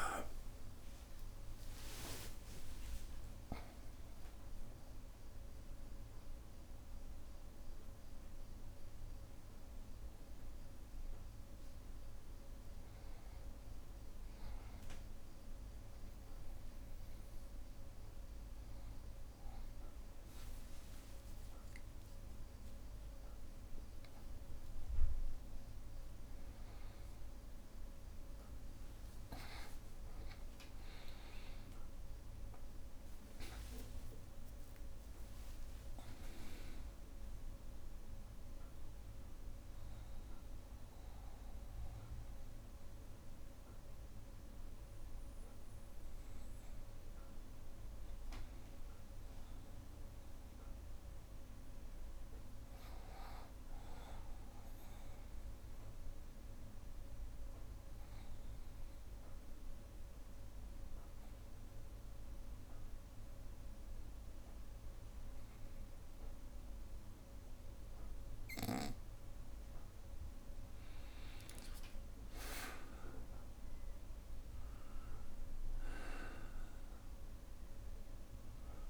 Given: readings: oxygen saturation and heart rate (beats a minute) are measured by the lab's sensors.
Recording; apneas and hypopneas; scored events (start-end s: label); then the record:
a person awake in a sleep study, by a room microphone; 1
32.50-37.50 s: tachycardia (device-marked, heart rate 63 before, 121 extreme)
34.00-36.00 s: long interval between heartbeats (device-marked, heart rate 65 before, 85 extreme)
37.00-39.00 s: long interval between heartbeats (device-marked, heart rate 70 before, 121 extreme)
48.50-78.90 s: new sleep stage, N2 (light sleep)
56.50-70.00 s: obstructive apnea (oxygen 98% before, 93% lowest, heart rate 76 before, 61 extreme, up 2 after)
71.50-75.50 s: arousal
73.50-78.90 s: oxygen desaturation (device-marked, oxygen 97% before, 93% lowest, heart rate 62 before, 61 extreme)
From the record:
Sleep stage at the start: awake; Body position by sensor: on the back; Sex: male